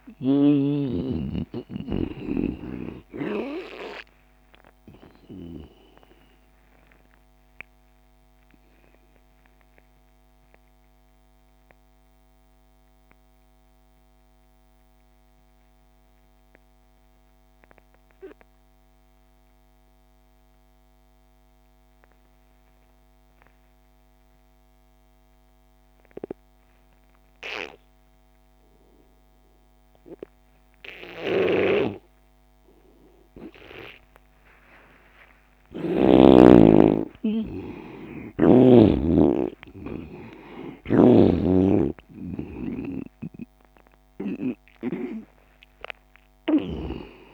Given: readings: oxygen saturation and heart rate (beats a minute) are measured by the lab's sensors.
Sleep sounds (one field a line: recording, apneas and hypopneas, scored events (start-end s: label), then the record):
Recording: breathing in sleep by a microphone on the trachea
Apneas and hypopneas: 1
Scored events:
0.00-23.50 s: oxygen desaturation (device-marked, oxygen 83% lowest)
7.00-36.00 s: mixed apnea (oxygen 98% before, 83% lowest)
31.00-36.50 s: snoring (device-marked)
38.00-42.50 s: arousal
42.50-47.34 s: oxygen desaturation (device-marked, oxygen 97% before, 84% lowest)
From the record:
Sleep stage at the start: N2 (light sleep)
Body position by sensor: on the left side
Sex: male